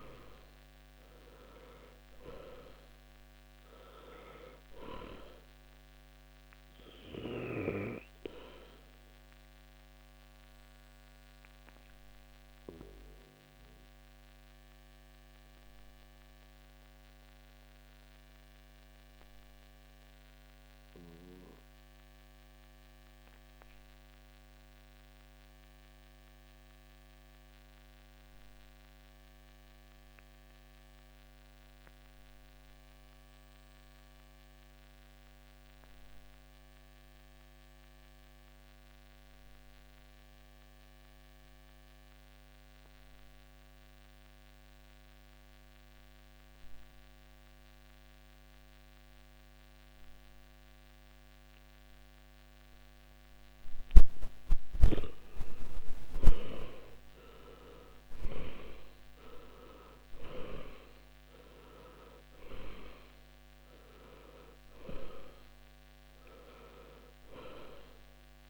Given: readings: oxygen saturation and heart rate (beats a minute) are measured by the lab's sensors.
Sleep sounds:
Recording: breathing in sleep by a microphone on the trachea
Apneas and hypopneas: 1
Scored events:
0.00-30.00 s: oxygen desaturation (device-marked, oxygen 80% lowest, heart rate 52 extreme)
6.50-54.00 s: obstructive apnea (oxygen 100% before, 76% lowest, heart rate 64 before, 52 extreme, up 17 after)
50.00-68.50 s: oxygen desaturation (device-marked, oxygen 97% before, 76% lowest, heart rate 57 before, 54 extreme)
55.50-61.00 s: arousal
From the record:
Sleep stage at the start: N2 (light sleep)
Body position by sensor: on the back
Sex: male

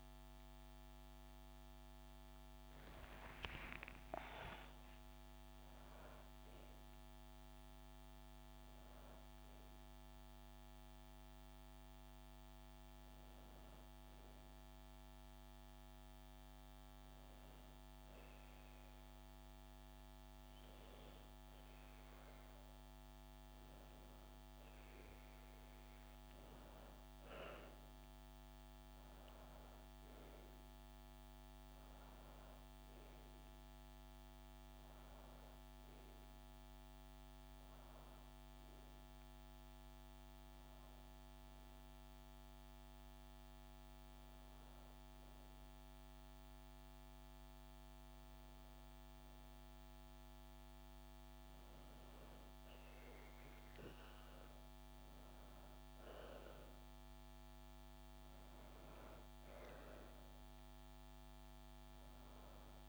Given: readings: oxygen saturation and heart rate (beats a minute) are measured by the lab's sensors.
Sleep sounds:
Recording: breathing in sleep, hard to hear, by a microphone on the trachea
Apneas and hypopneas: none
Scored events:
0.50-5.50 s: arousal
60.00-62.89 s: new sleep stage, N2 (light sleep)
From the record:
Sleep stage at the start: N1 (lightest sleep)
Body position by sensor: on the back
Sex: female

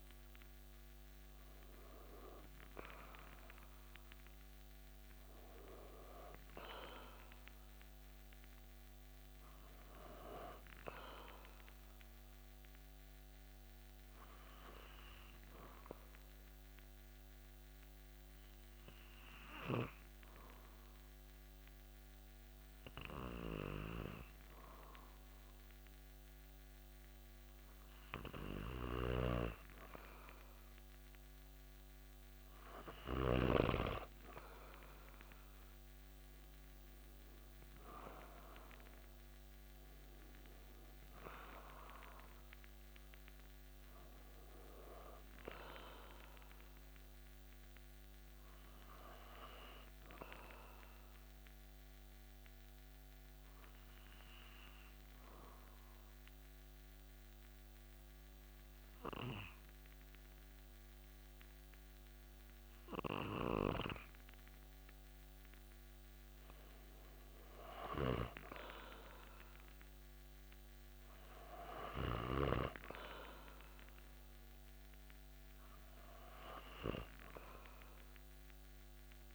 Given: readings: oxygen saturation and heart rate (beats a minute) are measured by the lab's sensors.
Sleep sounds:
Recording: breathing in sleep by a microphone on the trachea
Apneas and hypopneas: 2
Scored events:
12.00-29.50 s: obstructive apnea (oxygen 98% before, 95% lowest)
35.50-39.50 s: arousal
51.50-66.50 s: obstructive apnea (oxygen 98% before, 95% lowest)
69.50-73.00 s: arousal
From the record:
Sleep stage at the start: N2 (light sleep)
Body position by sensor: on the back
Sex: male

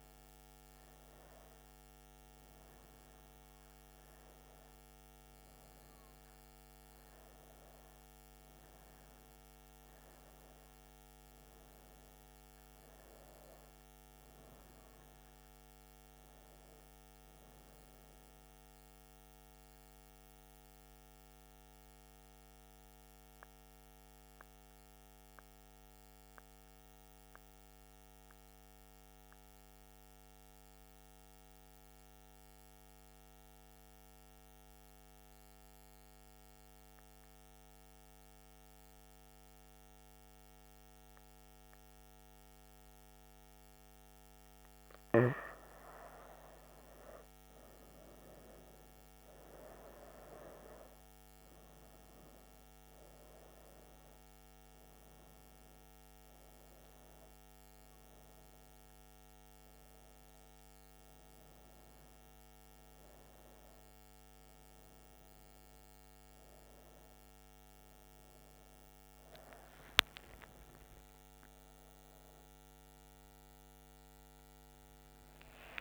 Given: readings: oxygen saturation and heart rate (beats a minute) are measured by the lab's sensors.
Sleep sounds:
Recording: breathing in sleep, hard to hear, by a microphone on the trachea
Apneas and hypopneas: 1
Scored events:
0.00-9.50 s: oxygen desaturation (device-marked, oxygen 94% lowest, heart rate 60 extreme)
10.00-14.50 s: arousal
19.00-44.00 s: mixed apnea (oxygen 97% before, 94% lowest, heart rate 70 before, 60 extreme, up 8 after)
42.50-67.50 s: oxygen desaturation (device-marked, oxygen 99% before, 94% lowest, heart rate 63 before, 70 extreme)
46.50-50.50 s: arousal
65.50-75.81 s: new sleep stage, awake
From the record:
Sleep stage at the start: N2 (light sleep)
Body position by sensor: on the right side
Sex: female

